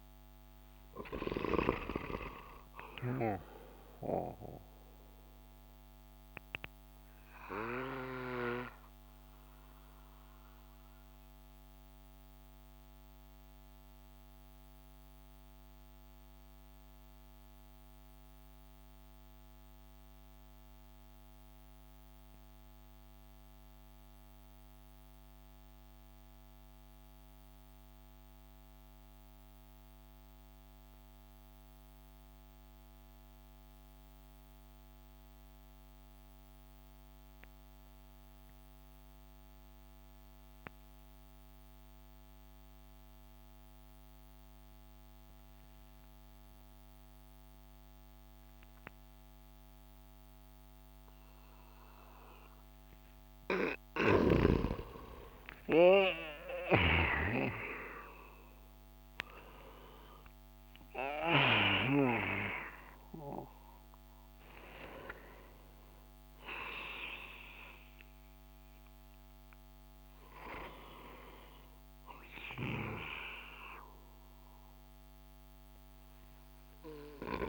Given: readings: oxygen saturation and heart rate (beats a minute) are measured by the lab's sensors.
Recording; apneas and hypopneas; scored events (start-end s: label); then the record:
breathing in sleep by a microphone on the trachea; 1
0.00-11.00 s: oxygen desaturation (device-marked, oxygen 87% lowest)
4.00-54.00 s: mixed apnea (oxygen 94% before, 87% lowest)
37.00-65.00 s: oxygen desaturation (device-marked, oxygen 97% before, 90% lowest)
56.00-59.00 s: arousal
56.00-61.00 s: snoring (device-marked)
66.00-71.50 s: arousal
70.00-77.49 s: oxygen desaturation (device-marked, oxygen 92% before, 88% lowest)
72.00-77.49 s: snoring (device-marked)
From the record:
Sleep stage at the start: N2 (light sleep); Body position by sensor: on the back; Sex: male